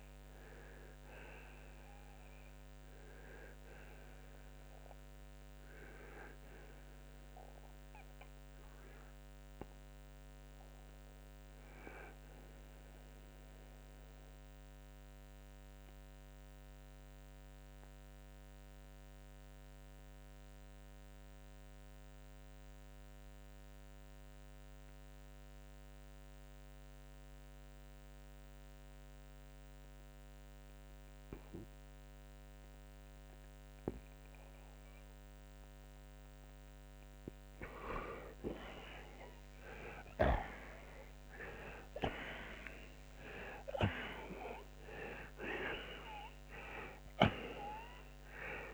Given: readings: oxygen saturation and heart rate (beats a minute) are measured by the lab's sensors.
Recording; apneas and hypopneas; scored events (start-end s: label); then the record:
breathing in sleep by a microphone on the trachea; 1
15.50-35.00 s: obstructive apnea (oxygen 94% before, 84% lowest, heart rate 95 before, 72 extreme, up 46 after)
19.00-34.00 s: oxygen desaturation (device-marked, oxygen 92% before, 84% lowest, heart rate 88 before, 73 extreme)
38.00-43.50 s: arousal
From the record:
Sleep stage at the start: N2 (light sleep); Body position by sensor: on the right side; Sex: male